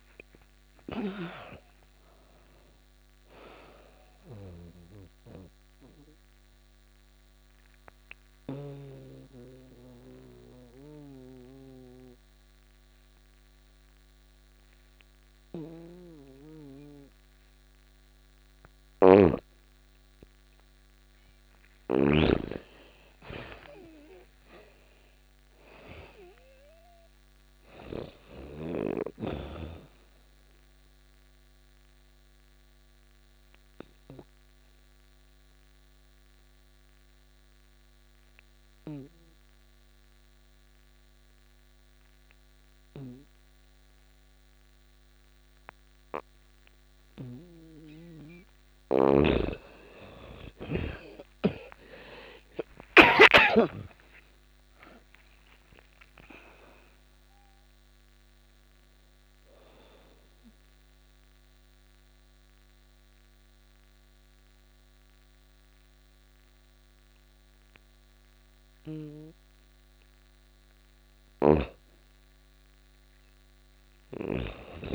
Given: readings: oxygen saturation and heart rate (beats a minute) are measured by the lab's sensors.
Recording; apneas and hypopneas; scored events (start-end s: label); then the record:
breathing in sleep by a microphone on the trachea; 3
2.00-18.00 s: oxygen desaturation (device-marked, oxygen 97% before, 85% lowest, heart rate 49 before, 28 extreme)
5.50-16.00 s: obstructive apnea (oxygen 98% before, 85% lowest, heart rate 52 before, 28 extreme, up 11 after)
18.00-21.50 s: snoring (device-marked)
19.50-24.00 s: arousal
20.00-42.00 s: oxygen desaturation (device-marked, oxygen 99% before, 87% lowest, heart rate 52 before, 28 extreme)
29.50-46.50 s: obstructive apnea (oxygen 99% before, 86% lowest, heart rate 47 before, 27 extreme, up 45 after)
50.50-54.50 s: arousal
51.00-72.00 s: oxygen desaturation (device-marked, oxygen 99% before, 86% lowest)
59.50-70.50 s: mixed apnea (oxygen 99% before, 86% lowest)
72.50-74.95 s: arousal
73.00-74.95 s: snoring (device-marked)
From the record:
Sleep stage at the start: N2 (light sleep); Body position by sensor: on the back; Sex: female